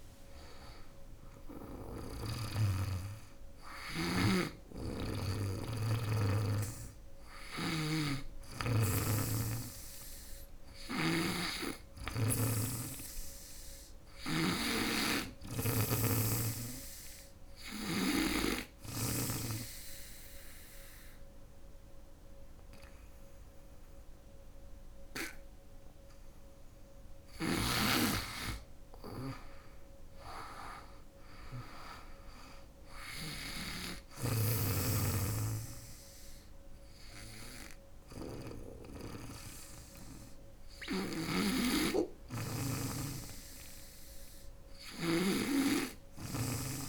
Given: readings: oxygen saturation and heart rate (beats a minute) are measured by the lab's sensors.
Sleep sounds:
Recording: breathing in sleep by a room microphone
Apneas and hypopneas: 1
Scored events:
3.50-17.50 s: snoring (device-marked)
17.50-28.00 s: obstructive apnea (oxygen 98% before, 96% lowest, heart rate 79 before, 72 extreme, up 7 after)
26.50-38.00 s: snoring (device-marked)
30.50-33.50 s: arousal
40.00-46.89 s: snoring (device-marked)
From the record:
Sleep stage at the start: N2 (light sleep)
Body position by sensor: on the back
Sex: female

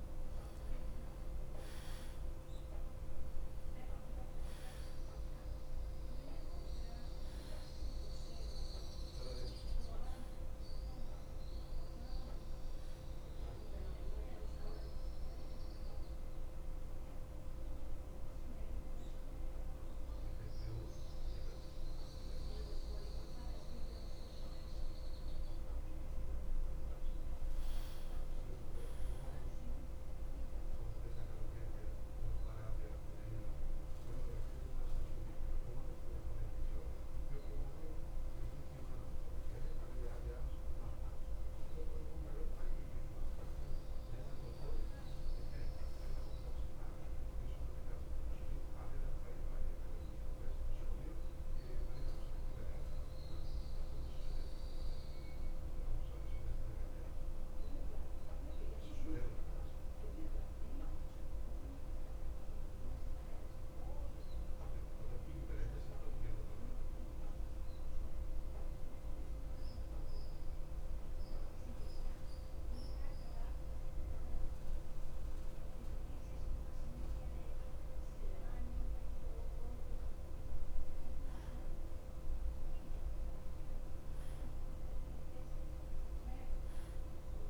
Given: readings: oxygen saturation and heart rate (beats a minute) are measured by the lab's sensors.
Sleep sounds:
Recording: breathing in sleep, hard to hear, by a room microphone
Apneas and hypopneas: 1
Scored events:
0.00-2.50 s: oxygen desaturation (device-marked, oxygen 92% lowest, heart rate 53 extreme)
1.50-31.50 s: new sleep stage, N1 (lightest sleep)
13.50-34.50 s: oxygen desaturation (device-marked, oxygen 93% before, 86% lowest, heart rate 75 before, 52 extreme)
25.50-30.00 s: arousal
31.50-87.50 s: new sleep stage, N2 (light sleep)
33.00-69.50 s: central apnea (oxygen 93% before, 90% lowest, heart rate 54 before, 51 extreme, up 0 after)
72.50-77.00 s: arousal
From the record:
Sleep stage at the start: N2 (light sleep)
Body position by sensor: on the back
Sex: male

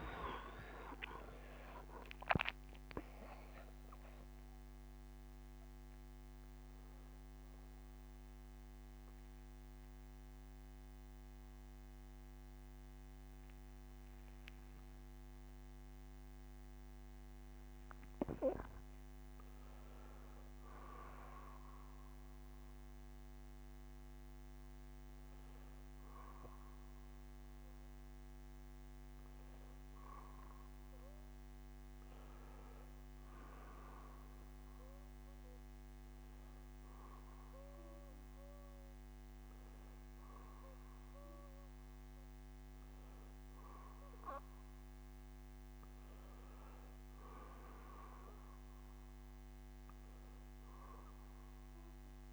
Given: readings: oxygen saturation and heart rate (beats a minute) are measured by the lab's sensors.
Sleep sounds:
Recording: breathing in sleep by a microphone on the trachea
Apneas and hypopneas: none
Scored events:
23.00-27.00 s: bradycardia (device-marked, heart rate 70 before, 50 extreme)
32.00-47.00 s: oxygen desaturation (device-marked, oxygen 96% before, 93% lowest, heart rate 73 before, 49 extreme)
39.00-46.00 s: bradycardia (device-marked, heart rate 70 before, 56 extreme)
From the record:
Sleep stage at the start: N1 (lightest sleep)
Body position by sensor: on the back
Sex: male

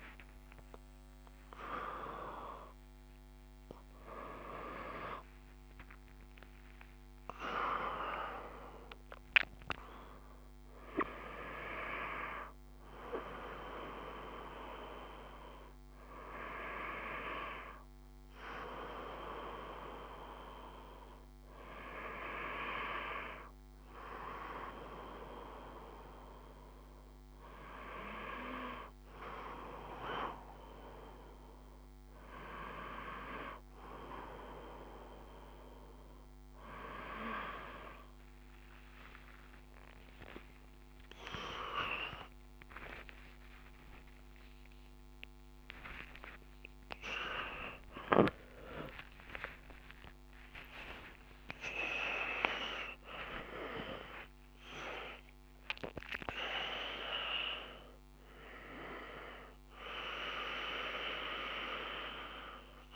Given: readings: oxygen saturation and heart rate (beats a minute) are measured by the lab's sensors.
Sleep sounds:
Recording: a person partly awake in a sleep study, by a microphone on the trachea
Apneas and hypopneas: none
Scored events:
30.00-60.00 s: new sleep stage, awake
39.00-52.00 s: tachycardia (device-marked, heart rate 58 before, 179 extreme)
60.00-62.96 s: new sleep stage, N1 (lightest sleep)
From the record:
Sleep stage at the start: N1 (lightest sleep)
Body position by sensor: on the right side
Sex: male

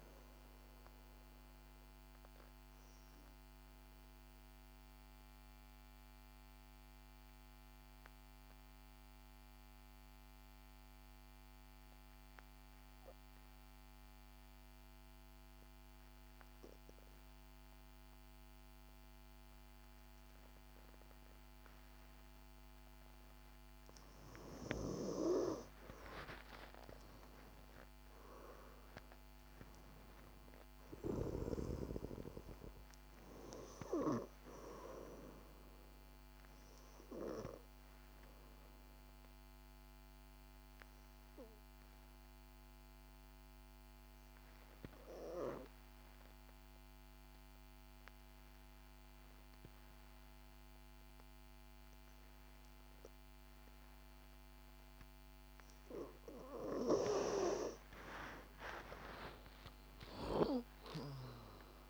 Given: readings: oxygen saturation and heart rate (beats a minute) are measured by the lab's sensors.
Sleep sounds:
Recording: breathing in sleep by a microphone on the trachea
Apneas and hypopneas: 2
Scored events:
3.00-23.50 s: obstructive apnea (oxygen 97% before, 90% lowest, heart rate 64 before, 53 extreme, up 20 after)
9.00-25.00 s: oxygen desaturation (device-marked, oxygen 94% before, 90% lowest, heart rate 63 before, 54 extreme)
25.50-27.50 s: long interval between heartbeats (device-marked, heart rate 56 before, 65 extreme)
25.50-29.50 s: arousal
41.00-57.00 s: obstructive apnea (oxygen 98% before, 90% lowest, heart rate 65 before, 51 extreme, up 18 after)
46.00-59.00 s: oxygen desaturation (device-marked, oxygen 97% before, 91% lowest, heart rate 66 before, 51 extreme)
59.00-61.00 s: long interval between heartbeats (device-marked, heart rate 62 before, 72 extreme)
59.50-61.90 s: arousal
From the record:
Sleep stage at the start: N2 (light sleep)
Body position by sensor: on the back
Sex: female

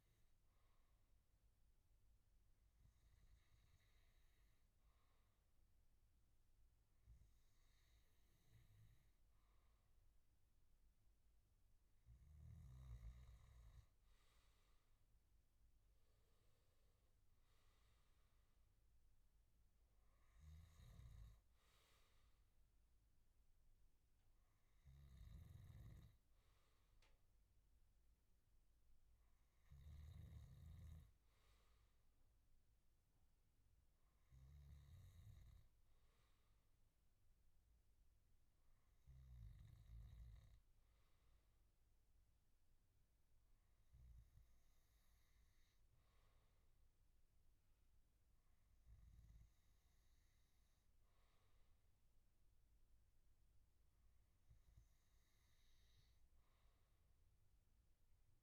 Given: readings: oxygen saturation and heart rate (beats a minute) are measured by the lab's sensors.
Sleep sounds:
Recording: breathing in sleep, hard to hear, by a room microphone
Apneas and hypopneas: none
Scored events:
25.00-35.00 s: snoring (device-marked)
From the record:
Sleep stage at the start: N2 (light sleep)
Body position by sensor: on the back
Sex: male

